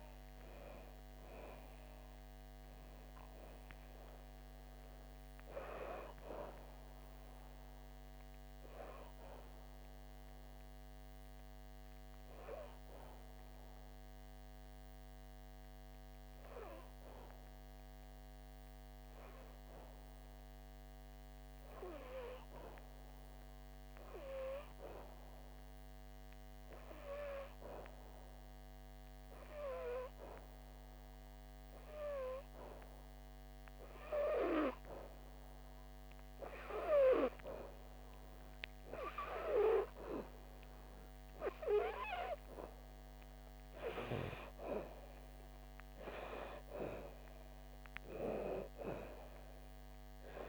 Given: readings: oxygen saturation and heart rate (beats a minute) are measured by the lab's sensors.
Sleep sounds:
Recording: breathing in sleep by a microphone on the trachea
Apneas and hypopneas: 1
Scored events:
0.00-1.00 s: arousal
0.00-14.50 s: oxygen desaturation (device-marked, oxygen 88% lowest, heart rate 55 extreme)
9.00-34.50 s: hypopnea (oxygen 97% before, 88% lowest, heart rate 66 before, 55 extreme, up 7 after)
38.00-42.00 s: arousal
42.50-50.49 s: oxygen desaturation (device-marked, oxygen 99% before, 91% lowest, heart rate 63 before, 57 extreme)
From the record:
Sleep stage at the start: N2 (light sleep)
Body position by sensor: on the back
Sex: female

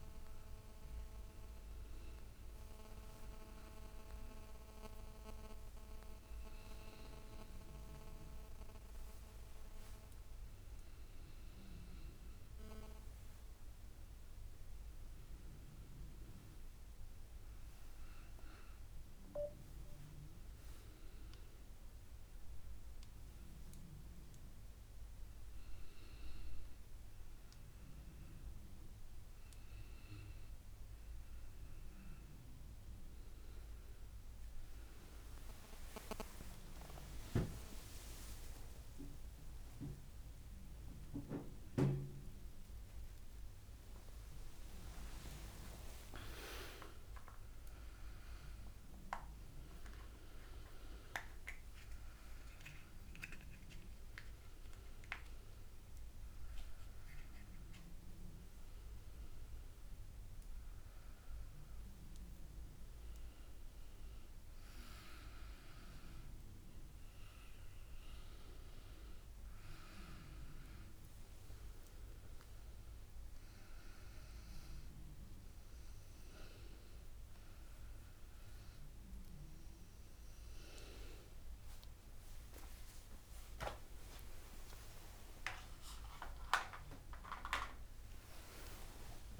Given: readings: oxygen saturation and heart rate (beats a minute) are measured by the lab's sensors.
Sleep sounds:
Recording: a person awake in a sleep study, by a room microphone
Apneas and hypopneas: none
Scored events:
17.50-19.50 s: long interval between heartbeats (device-marked, heart rate 86 before, 100 extreme)
34.00-41.00 s: tachycardia (device-marked, heart rate 84 before, 106 extreme)
38.00-55.00 s: drop in pulse transit time (device-marked, heart rate 90 before, 92 extreme)
42.00-48.00 s: tachycardia (device-marked, heart rate 85 before, 109 extreme)
47.00-50.00 s: oxygen desaturation (device-marked, oxygen 97% before, 93% lowest, heart rate 96 before, 75 extreme)
81.00-87.00 s: tachycardia (device-marked, heart rate 85 before, 107 extreme)
84.50-86.50 s: long interval between heartbeats (device-marked, heart rate 85 before, 106 extreme)
From the record:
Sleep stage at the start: awake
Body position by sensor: on the back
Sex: female

